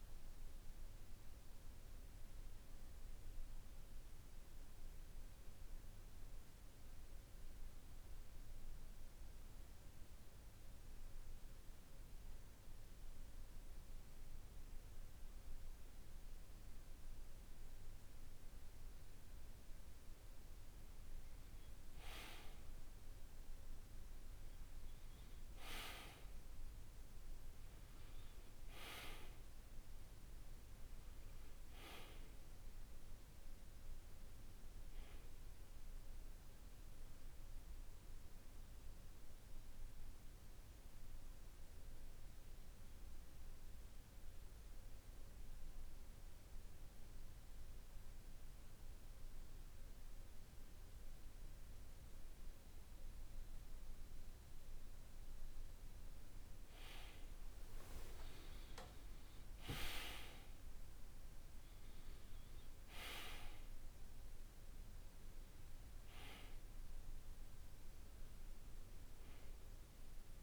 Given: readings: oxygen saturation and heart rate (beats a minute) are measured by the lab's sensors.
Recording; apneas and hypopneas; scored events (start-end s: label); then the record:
breathing in sleep by a room microphone; 2
2.50-19.00 s: mixed apnea (oxygen 97% before, 94% lowest, heart rate 51 before, 49 extreme, up 3 after)
21.00-40.00 s: oxygen desaturation (device-marked, oxygen 97% before, 94% lowest, heart rate 50 before, 48 extreme)
21.50-25.50 s: arousal
41.00-56.00 s: mixed apnea (oxygen 97% before, 94% lowest, heart rate 51 before, 48 extreme, up 14 after)
58.50-63.00 s: arousal
From the record:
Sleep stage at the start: N2 (light sleep); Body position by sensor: on the back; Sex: male